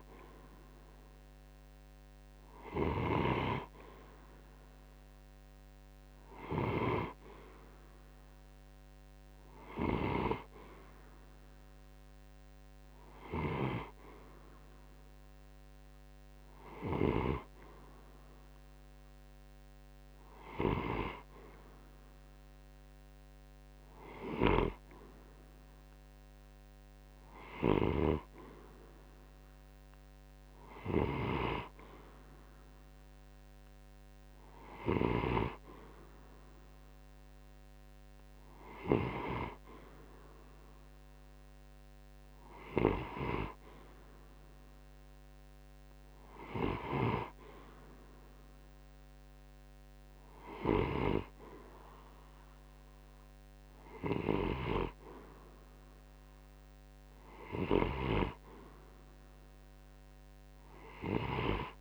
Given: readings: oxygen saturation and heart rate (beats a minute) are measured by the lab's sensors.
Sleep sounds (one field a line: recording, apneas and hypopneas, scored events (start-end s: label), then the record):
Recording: breathing in sleep by a microphone on the trachea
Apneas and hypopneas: none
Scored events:
2.00-9.50 s: snoring (device-marked)
46.00-50.50 s: snoring (device-marked)
From the record:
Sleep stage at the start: N2 (light sleep)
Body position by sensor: on the right side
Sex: male